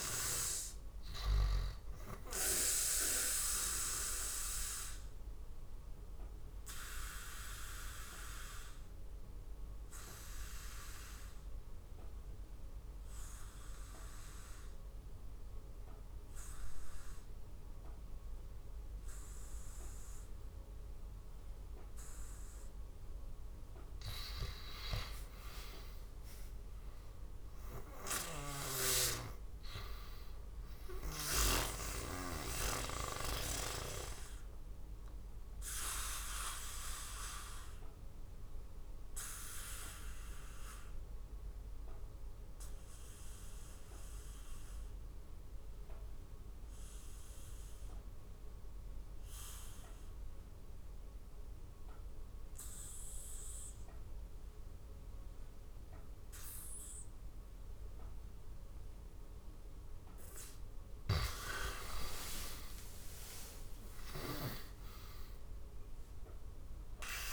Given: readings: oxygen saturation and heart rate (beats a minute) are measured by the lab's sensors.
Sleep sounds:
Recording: breathing in sleep by a room microphone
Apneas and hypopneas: 2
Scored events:
0.00-16.50 s: oxygen desaturation (device-marked, oxygen 90% lowest, heart rate 73 extreme)
3.50-22.00 s: obstructive apnea (oxygen 99% before, 84% lowest, heart rate 79 before, 73 extreme, up 6 after)
23.50-28.00 s: arousal
27.50-31.00 s: snoring (device-marked)
31.50-53.50 s: oxygen desaturation (device-marked, oxygen 97% before, 84% lowest, heart rate 76 before, 76 extreme)
32.00-58.00 s: obstructive apnea (oxygen 98% before, 82% lowest, heart rate 76 before, 76 extreme, up 7 after)
55.50-67.33 s: oxygen desaturation (device-marked, oxygen 99% before, 82% lowest, heart rate 78 before, 73 extreme)
60.00-65.00 s: arousal
60.50-67.33 s: snoring (device-marked)
From the record:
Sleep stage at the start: N2 (light sleep)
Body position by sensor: on the back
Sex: male

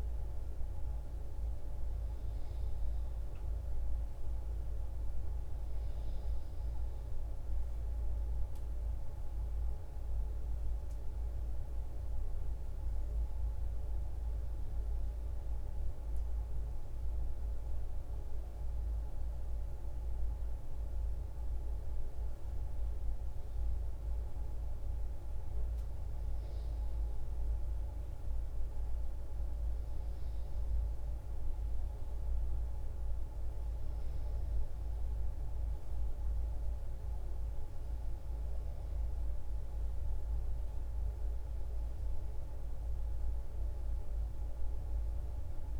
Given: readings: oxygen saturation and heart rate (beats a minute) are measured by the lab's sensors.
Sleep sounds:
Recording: a person awake in a sleep study, hard to hear, by a room microphone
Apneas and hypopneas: none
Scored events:
none scored
From the record:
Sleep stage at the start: awake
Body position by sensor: on the back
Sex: female

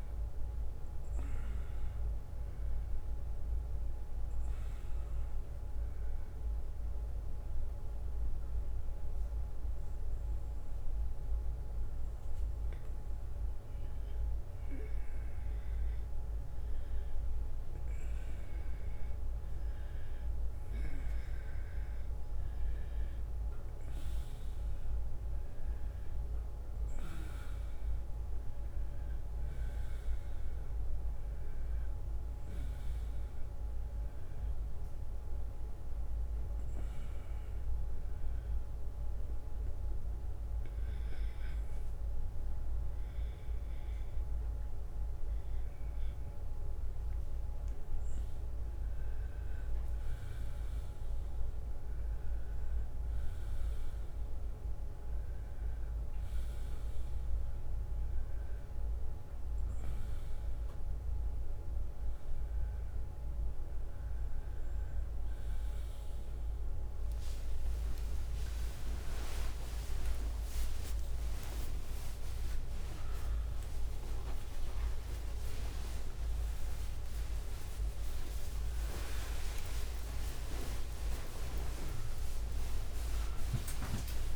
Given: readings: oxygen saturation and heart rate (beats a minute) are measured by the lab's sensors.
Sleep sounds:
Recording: a person partly awake in a sleep study, by a room microphone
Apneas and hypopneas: 2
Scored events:
0.50-60.50 s: new sleep stage, N2 (light sleep)
2.50-13.50 s: oxygen desaturation (device-marked, oxygen 95% before, 92% lowest)
4.50-9.50 s: drop in pulse transit time (device-marked)
5.00-16.00 s: obstructive apnea (oxygen 96% before, 92% lowest)
19.50-24.50 s: arousal
38.50-48.50 s: obstructive apnea (oxygen 94% before, 92% lowest)
60.50-84.36 s: new sleep stage, awake
71.00-73.00 s: long interval between heartbeats (device-marked)
74.50-76.50 s: long interval between heartbeats (device-marked)
75.50-82.50 s: oxygen desaturation (device-marked, oxygen 95% before, 92% lowest)
76.50-79.50 s: drop in pulse transit time (device-marked)
From the record:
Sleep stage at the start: N1 (lightest sleep)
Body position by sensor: on the right side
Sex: male

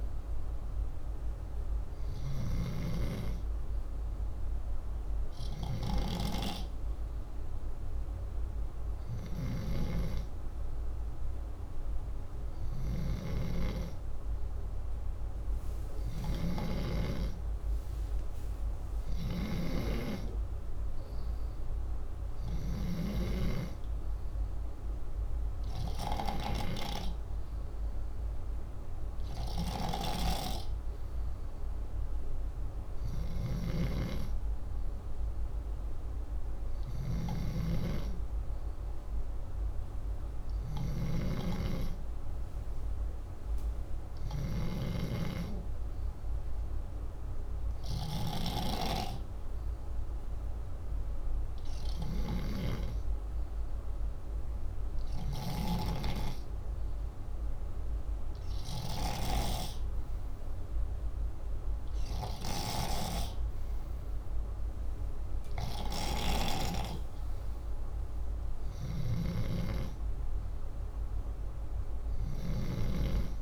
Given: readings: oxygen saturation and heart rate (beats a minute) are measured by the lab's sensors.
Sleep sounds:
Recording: breathing in sleep by a room microphone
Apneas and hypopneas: none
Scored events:
12.50-23.00 s: snoring (device-marked)
33.00-52.00 s: snoring (device-marked)
From the record:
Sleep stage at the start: N2 (light sleep)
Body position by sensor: upright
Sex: male

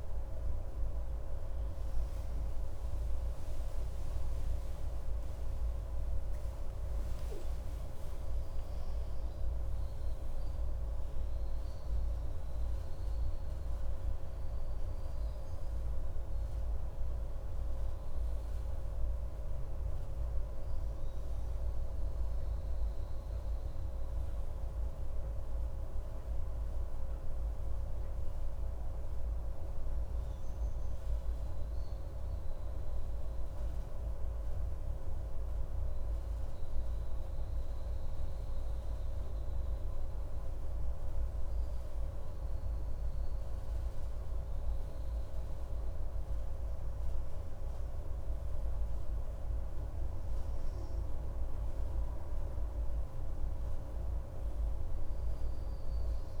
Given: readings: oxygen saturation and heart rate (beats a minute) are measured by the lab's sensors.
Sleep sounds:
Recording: breathing in sleep, hard to hear, by a room microphone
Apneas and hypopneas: none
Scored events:
2.50-9.00 s: arousal
26.00-56.40 s: new sleep stage, N2 (light sleep)
From the record:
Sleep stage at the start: N1 (lightest sleep)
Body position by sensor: on the right side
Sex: male

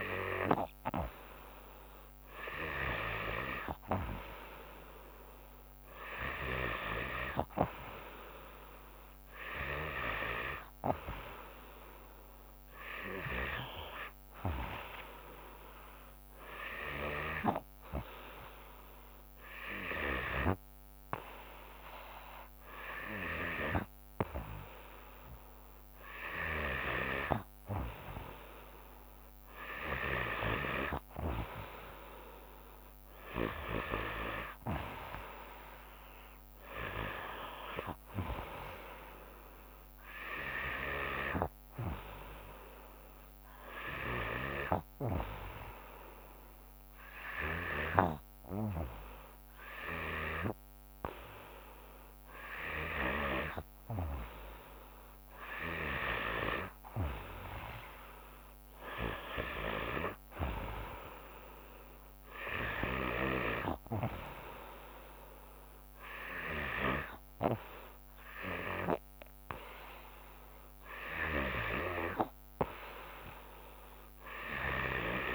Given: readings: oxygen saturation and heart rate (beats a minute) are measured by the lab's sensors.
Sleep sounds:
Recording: breathing in sleep by a microphone on the trachea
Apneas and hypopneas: 1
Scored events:
41.00-48.00 s: snoring (device-marked)
44.00-54.50 s: hypopnea (oxygen 94% before, 92% lowest, heart rate 73 before, 72 extreme, up 2 after)
50.00-53.50 s: snoring (device-marked)
56.50-60.00 s: arousal
62.50-67.00 s: snoring (device-marked)
From the record:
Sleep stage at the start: N3 (deep sleep)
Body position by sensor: on the back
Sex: female

